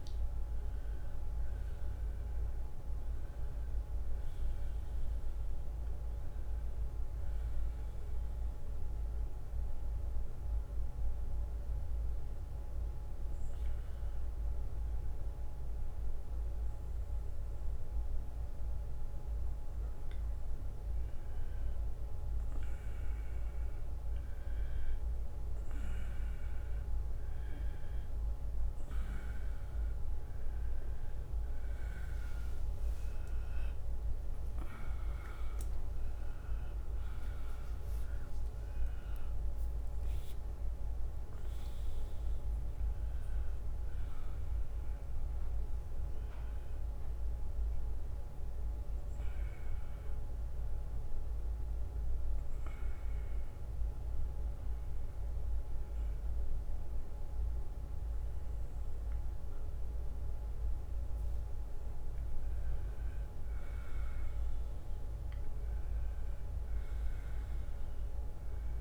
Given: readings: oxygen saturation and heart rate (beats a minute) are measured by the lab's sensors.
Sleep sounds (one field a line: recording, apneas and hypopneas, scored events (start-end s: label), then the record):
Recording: breathing in sleep, hard to hear, by a room microphone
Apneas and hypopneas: 2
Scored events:
0.00-4.50 s: arousal
11.00-22.50 s: hypopnea (oxygen 94% before, 90% lowest)
29.50-35.50 s: arousal
35.50-51.50 s: oxygen desaturation (device-marked, oxygen 95% before, 90% lowest)
51.50-61.50 s: hypopnea (oxygen 95% before, 92% lowest)
53.50-62.50 s: drop in pulse transit time (device-marked)
63.00-67.50 s: arousal
From the record:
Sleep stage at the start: N1 (lightest sleep)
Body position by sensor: on the right side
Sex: male